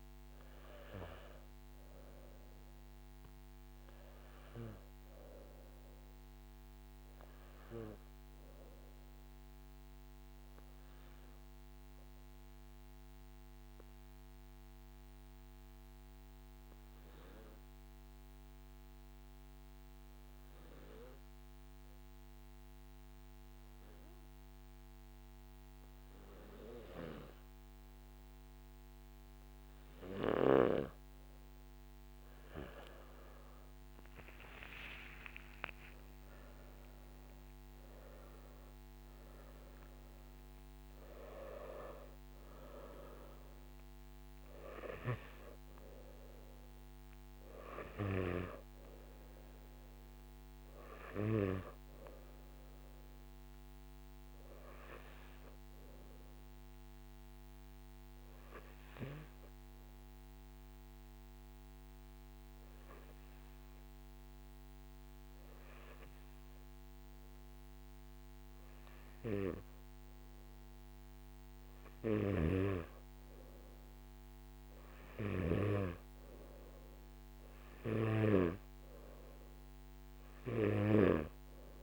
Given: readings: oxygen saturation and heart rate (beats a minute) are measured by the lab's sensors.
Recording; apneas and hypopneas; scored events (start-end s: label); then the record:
breathing in sleep by a microphone on the trachea; 2
0.00-11.50 s: oxygen desaturation (device-marked, oxygen 91% lowest, heart rate 54 extreme)
10.00-29.50 s: obstructive apnea (oxygen 97% before, 91% lowest, heart rate 59 before, 54 extreme, up 16 after)
30.50-58.50 s: oxygen desaturation (device-marked, oxygen 98% before, 91% lowest, heart rate 55 before, 52 extreme)
54.50-72.00 s: hypopnea (oxygen 97% before, 92% lowest, heart rate 59 before, 52 extreme, up 5 after)
From the record:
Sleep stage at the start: N2 (light sleep); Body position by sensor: on the back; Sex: male